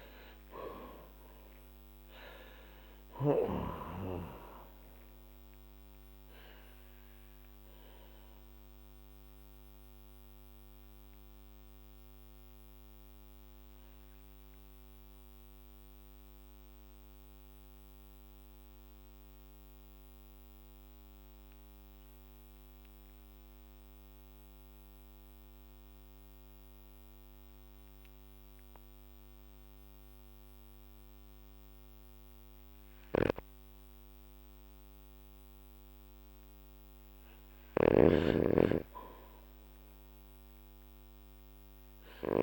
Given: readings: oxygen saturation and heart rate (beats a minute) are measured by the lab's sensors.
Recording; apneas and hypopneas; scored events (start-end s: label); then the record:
breathing in sleep by a microphone on the trachea; 1
0.00-0.50 s: arousal
5.50-37.50 s: obstructive apnea (oxygen 99% before, 94% lowest, heart rate 54 before, 44 extreme, up 7 after)
28.00-41.00 s: oxygen desaturation (device-marked, oxygen 98% before, 94% lowest, heart rate 48 before, 47 extreme)
37.00-42.43 s: snoring (device-marked)
40.00-42.43 s: arousal
From the record:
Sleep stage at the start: N2 (light sleep); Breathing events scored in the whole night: 329 in 3.8 hours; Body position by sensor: on the back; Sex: male